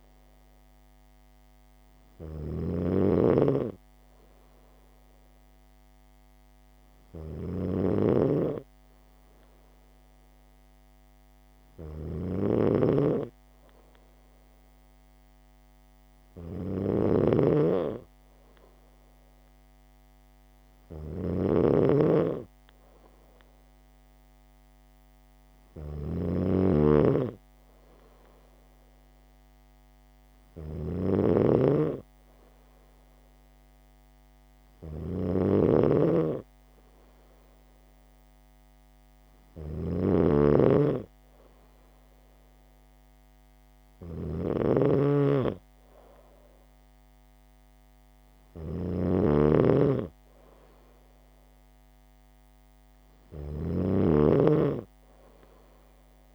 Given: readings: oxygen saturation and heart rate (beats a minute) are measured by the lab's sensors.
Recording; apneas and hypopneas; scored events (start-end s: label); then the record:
breathing in sleep by a microphone on the trachea; none
0.00-56.34 s: snoring (device-marked)
From the record:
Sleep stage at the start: N2 (light sleep); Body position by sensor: on the back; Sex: female